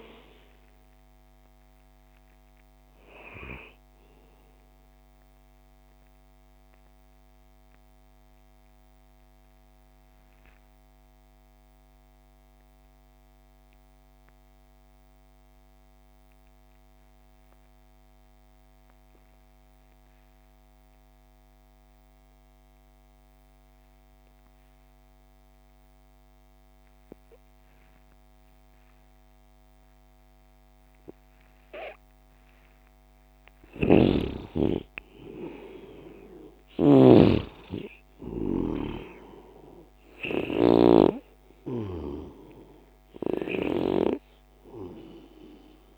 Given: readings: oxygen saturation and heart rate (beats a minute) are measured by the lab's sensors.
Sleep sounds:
breathing in sleep by a microphone on the trachea; 1
0.00-17.00 s: oxygen desaturation (device-marked, oxygen 74% lowest)
5.50-33.00 s: mixed apnea (oxygen 93% before, 74% lowest)
33.50-40.50 s: snoring (device-marked)
34.00-38.00 s: arousal
34.00-45.98 s: oxygen desaturation (device-marked, oxygen 98% before, 87% lowest)
From the record:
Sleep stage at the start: REM sleep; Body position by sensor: on the left side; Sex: male

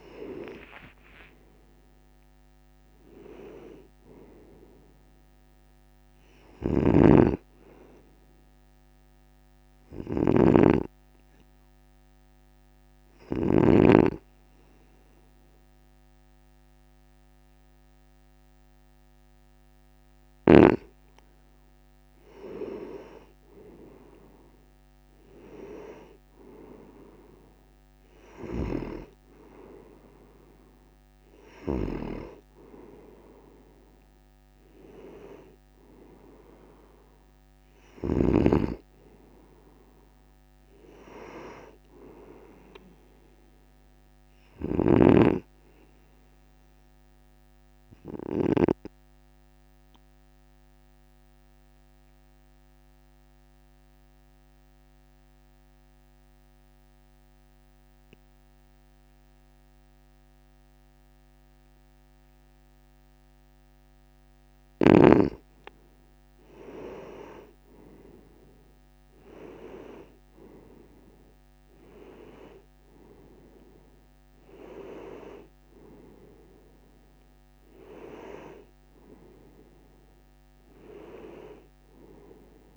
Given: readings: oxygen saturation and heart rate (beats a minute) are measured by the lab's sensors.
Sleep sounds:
breathing in sleep by a microphone on the trachea; 2
0.50-4.00 s: arousal
6.50-13.50 s: snoring (device-marked)
9.00-21.50 s: hypopnea (oxygen 94% before, 94% lowest, heart rate 62 before, 52 extreme, up 8 after)
23.50-27.00 s: arousal
41.50-45.00 s: arousal
44.50-48.50 s: snoring (device-marked)
47.50-64.50 s: obstructive apnea (oxygen 98% before, 95% lowest, heart rate 58 before, 52 extreme, up 7 after)
67.50-71.50 s: arousal
From the record:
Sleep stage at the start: N2 (light sleep); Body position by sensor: on the right side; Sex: male

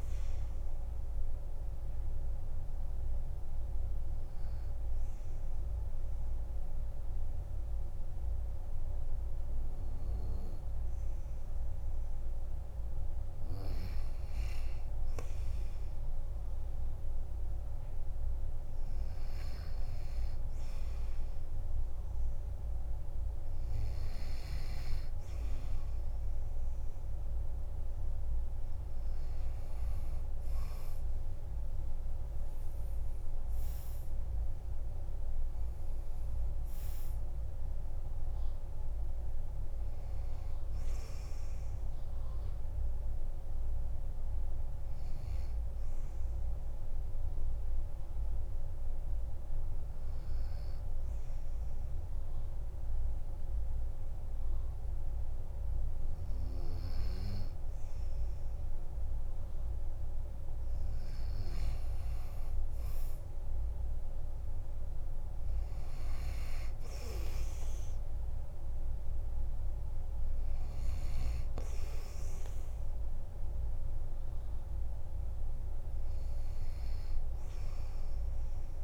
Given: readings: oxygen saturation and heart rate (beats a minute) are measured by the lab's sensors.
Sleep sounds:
breathing in sleep, hard to hear, by a room microphone; 2
0.00-10.50 s: oxygen desaturation (device-marked, oxygen 93% lowest, heart rate 47 extreme)
1.00-13.00 s: obstructive apnea (oxygen 98% before, 93% lowest, heart rate 54 before, 48 extreme, up 6 after)
15.50-19.00 s: arousal
45.50-59.00 s: obstructive apnea (oxygen 98% before, 91% lowest, heart rate 55 before, 49 extreme, up 11 after)
63.00-66.50 s: arousal
67.50-74.50 s: oxygen desaturation (device-marked, oxygen 97% before, 94% lowest, heart rate 53 before, 49 extreme)
From the record:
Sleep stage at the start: N2 (light sleep); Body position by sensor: on the back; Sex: male

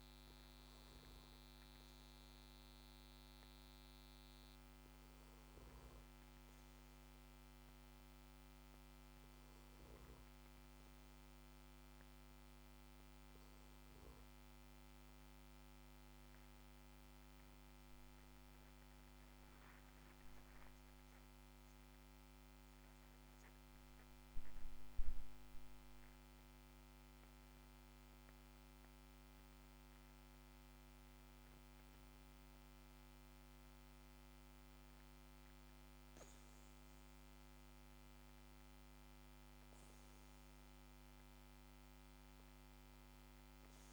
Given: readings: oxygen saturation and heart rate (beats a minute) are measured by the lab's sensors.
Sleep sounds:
breathing in sleep, hard to hear, by a microphone on the trachea; none
18.00-22.50 s: arousal
From the record:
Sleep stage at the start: N2 (light sleep); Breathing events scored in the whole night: 135 in 6.0 hours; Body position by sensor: on the back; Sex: male

